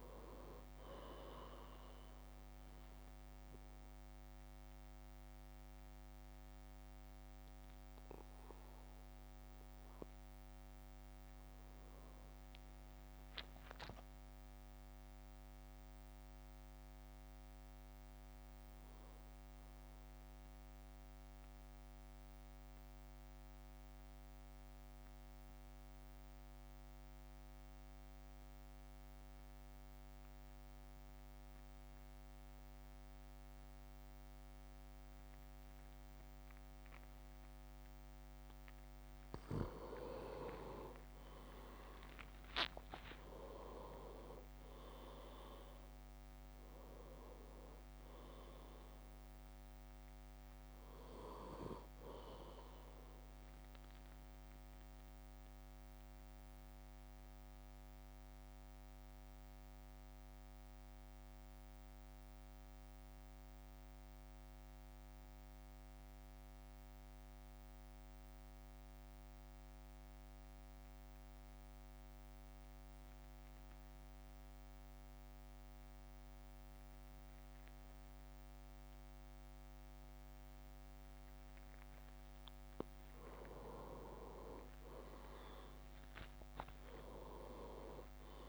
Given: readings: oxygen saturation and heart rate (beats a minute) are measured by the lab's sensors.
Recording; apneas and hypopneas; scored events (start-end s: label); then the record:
breathing in sleep by a microphone on the trachea; 2
0.00-4.00 s: drop in pulse transit time (device-marked, heart rate 54 extreme)
0.00-6.00 s: oxygen desaturation (device-marked, oxygen 95% lowest, heart rate 48 extreme)
12.50-16.50 s: arousal
14.00-25.00 s: drop in pulse transit time (device-marked, heart rate 54 before, 53 extreme)
20.00-38.50 s: mixed apnea (oxygen 98% before, 93% lowest, heart rate 55 before, 51 extreme, up 5 after)
38.00-71.00 s: oxygen desaturation (device-marked, oxygen 100% before, 93% lowest, heart rate 55 before, 51 extreme)
41.00-42.50 s: leg movement (device-marked)
41.00-46.00 s: arousal
42.00-54.00 s: drop in pulse transit time (device-marked, heart rate 55 before, 54 extreme)
54.50-81.50 s: mixed apnea (oxygen 100% before, 93% lowest, heart rate 57 before, 52 extreme, up 5 after)
84.00-87.50 s: arousal
86.00-88.49 s: drop in pulse transit time (device-marked, heart rate 55 before, 54 extreme)
87.00-88.49 s: oxygen desaturation (device-marked, oxygen 99% before, 95% lowest, heart rate 56 before, 52 extreme)
From the record:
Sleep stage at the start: N2 (light sleep); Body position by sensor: on the back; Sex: male